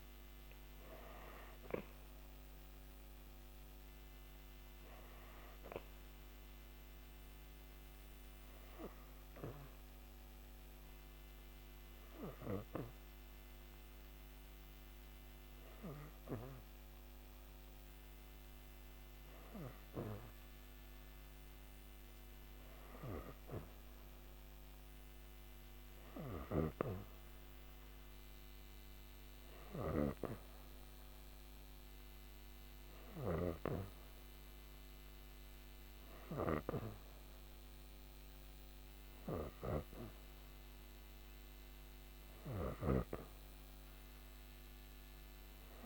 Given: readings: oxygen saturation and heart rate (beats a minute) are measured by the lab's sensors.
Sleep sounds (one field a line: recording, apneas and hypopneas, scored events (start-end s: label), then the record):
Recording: breathing in sleep by a microphone on the trachea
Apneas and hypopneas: none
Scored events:
none scored
From the record:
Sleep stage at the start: N2 (light sleep)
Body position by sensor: on the back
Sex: female